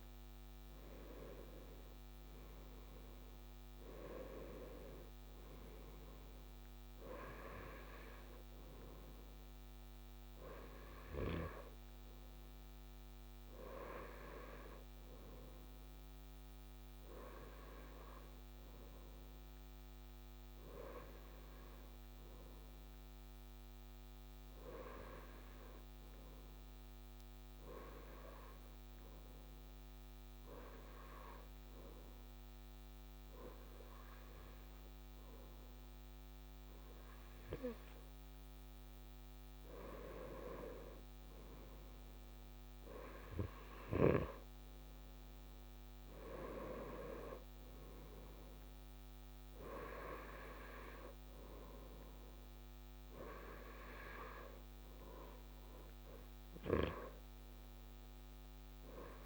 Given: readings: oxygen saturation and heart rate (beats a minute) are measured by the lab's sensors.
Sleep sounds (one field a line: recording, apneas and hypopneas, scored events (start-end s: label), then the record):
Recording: breathing in sleep by a microphone on the trachea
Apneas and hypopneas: 1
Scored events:
0.00-4.50 s: arousal
27.00-40.00 s: hypopnea (oxygen 97% before, 95% lowest)
41.00-45.50 s: arousal
From the record:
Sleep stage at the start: N2 (light sleep)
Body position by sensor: on the right side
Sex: male